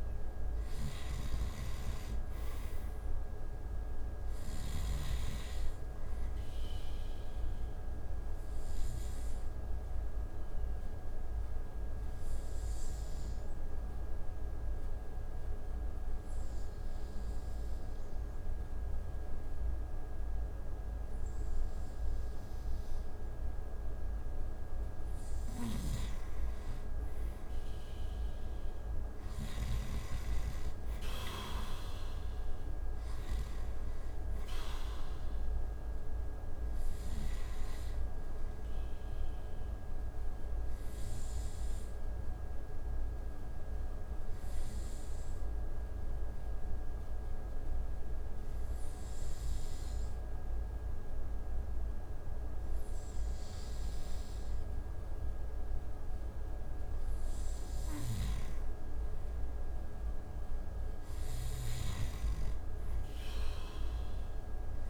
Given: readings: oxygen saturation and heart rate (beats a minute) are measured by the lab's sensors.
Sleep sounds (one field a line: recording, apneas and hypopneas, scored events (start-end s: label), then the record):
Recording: breathing in sleep, hard to hear, by a room microphone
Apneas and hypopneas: 2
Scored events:
0.00-2.00 s: arousal
0.00-4.00 s: snoring (device-marked)
5.00-22.00 s: oxygen desaturation (device-marked, oxygen 94% before, 89% lowest)
7.50-22.50 s: obstructive apnea (oxygen 94% before, 88% lowest)
25.00-29.00 s: snoring (device-marked)
29.00-32.00 s: arousal
35.00-53.00 s: oxygen desaturation (device-marked, oxygen 95% before, 88% lowest)
39.50-56.00 s: obstructive apnea (oxygen 95% before, 88% lowest)
57.00-61.00 s: snoring (device-marked)
58.50-62.00 s: arousal
63.00-64.90 s: oxygen desaturation (device-marked, oxygen 95% before, 90% lowest)
From the record:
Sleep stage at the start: N2 (light sleep)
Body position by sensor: on the right side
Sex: male